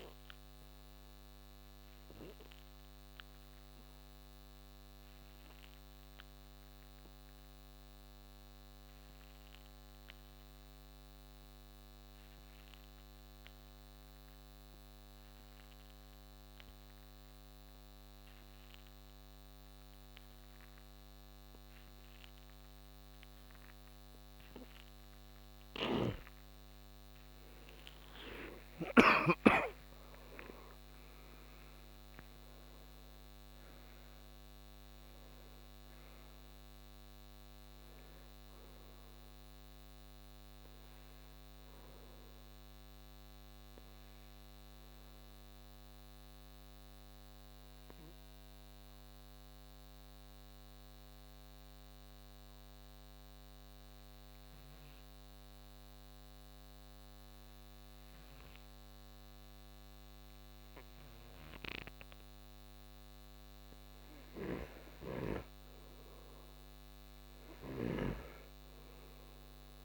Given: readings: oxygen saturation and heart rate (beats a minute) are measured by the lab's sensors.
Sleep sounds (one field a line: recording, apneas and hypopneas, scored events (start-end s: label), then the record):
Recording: breathing in sleep by a microphone on the trachea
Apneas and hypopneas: 2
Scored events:
0.00-12.00 s: oxygen desaturation (device-marked, oxygen 89% lowest, heart rate 58 extreme)
1.00-24.50 s: obstructive apnea (oxygen 98% before, 83% lowest, heart rate 66 before, 57 extreme, up 25 after)
22.00-54.00 s: oxygen desaturation (device-marked, oxygen 96% before, 83% lowest, heart rate 62 before, 57 extreme)
25.50-29.00 s: snoring (device-marked)
26.50-31.50 s: arousal
41.00-64.50 s: obstructive apnea (oxygen 96% before, 83% lowest, heart rate 73 before, 57 extreme, up 6 after)
66.50-69.85 s: arousal
67.50-69.85 s: snoring (device-marked)
From the record:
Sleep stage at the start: N2 (light sleep)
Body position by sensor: on the right side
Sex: male